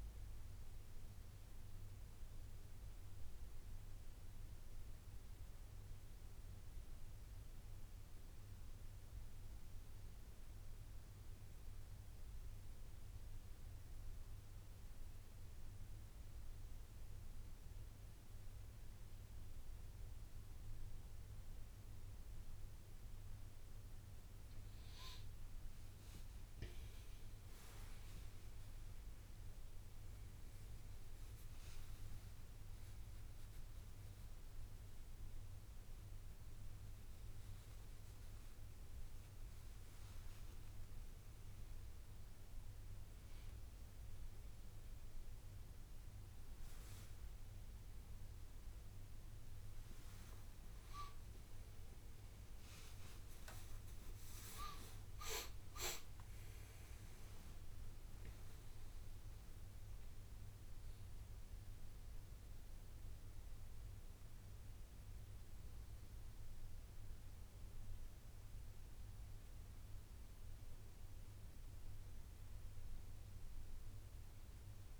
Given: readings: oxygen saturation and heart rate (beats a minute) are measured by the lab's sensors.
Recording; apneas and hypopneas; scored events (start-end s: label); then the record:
breathing in sleep, hard to hear, by a room microphone; 1
0.00-1.00 s: arousal
4.00-24.50 s: central apnea (oxygen 96% before, 87% lowest, heart rate 86 before, 80 extreme, up 12 after)
24.00-56.00 s: oxygen desaturation (device-marked, oxygen 96% before, 87% lowest, heart rate 82 before, 83 extreme)
26.50-31.00 s: arousal
44.00-75.00 s: new sleep stage, N1 (lightest sleep)
53.50-58.00 s: arousal
From the record:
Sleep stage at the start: N2 (light sleep); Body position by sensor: on the right side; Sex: male